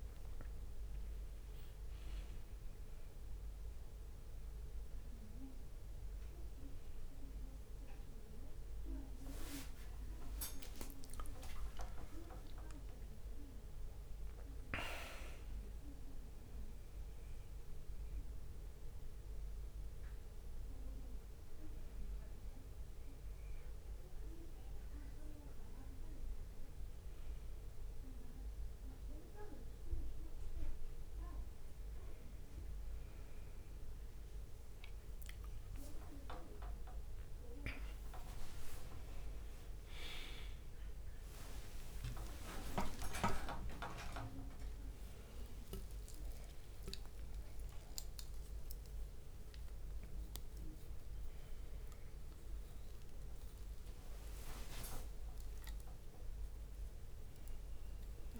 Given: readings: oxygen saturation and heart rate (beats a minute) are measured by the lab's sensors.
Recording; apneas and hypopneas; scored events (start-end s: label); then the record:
a person awake in a sleep study, by a room microphone; none
0.00-1.00 s: leg movement (device-marked)
1.50-5.50 s: leg movement (device-marked)
11.00-23.00 s: drop in pulse transit time (device-marked, heart rate 64 before, 63 extreme)
32.50-34.50 s: leg movement (device-marked)
37.00-39.00 s: long interval between heartbeats (device-marked, heart rate 68 before, 87 extreme)
37.00-53.00 s: drop in pulse transit time (device-marked, heart rate 68 before, 63 extreme)
39.00-46.00 s: tachycardia (device-marked, heart rate 70 before, 116 extreme)
43.50-45.50 s: long interval between heartbeats (device-marked, heart rate 74 before, 114 extreme)
49.00-51.00 s: long interval between heartbeats (device-marked, heart rate 87 before, 63 extreme)
52.00-54.00 s: long interval between heartbeats (device-marked, heart rate 88 before, 69 extreme)
52.00-58.40 s: bradycardia (device-marked)
From the record:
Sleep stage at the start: awake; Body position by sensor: on the back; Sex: male